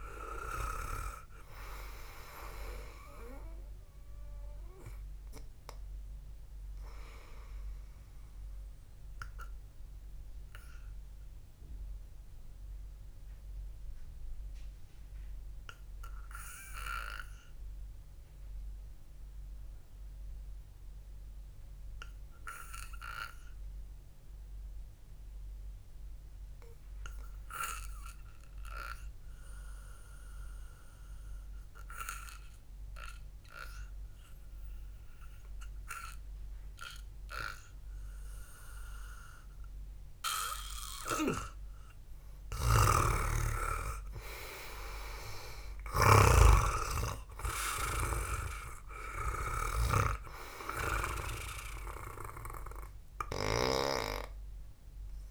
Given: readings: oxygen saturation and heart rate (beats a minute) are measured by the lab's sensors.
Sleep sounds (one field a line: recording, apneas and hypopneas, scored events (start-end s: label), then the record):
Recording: breathing in sleep by a room microphone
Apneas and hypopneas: 1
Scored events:
9.50-31.50 s: mixed apnea (oxygen 98% before, 91% lowest, heart rate 58 before, 53 extreme, up 0 after)
15.00-25.00 s: oxygen desaturation (device-marked, oxygen 95% before, 92% lowest, heart rate 60 before, 53 extreme)
37.50-41.50 s: arousal
41.50-50.50 s: snoring (device-marked)
From the record:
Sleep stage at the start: N2 (light sleep)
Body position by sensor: on the back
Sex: male